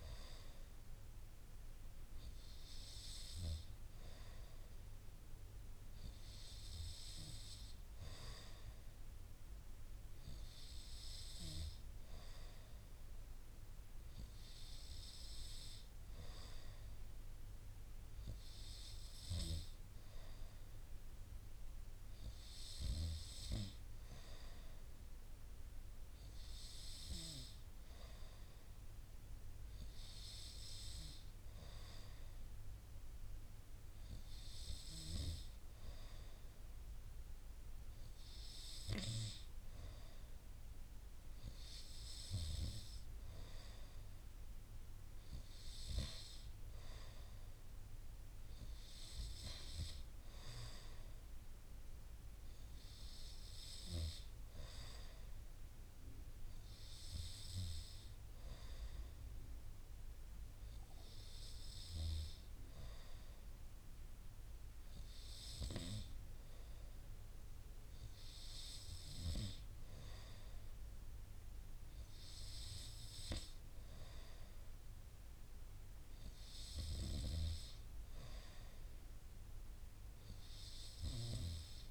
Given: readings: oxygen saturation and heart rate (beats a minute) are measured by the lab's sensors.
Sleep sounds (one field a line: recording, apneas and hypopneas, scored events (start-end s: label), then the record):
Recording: breathing in sleep by a room microphone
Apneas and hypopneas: none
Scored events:
none scored
From the record:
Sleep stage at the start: N2 (light sleep)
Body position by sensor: on the right side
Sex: male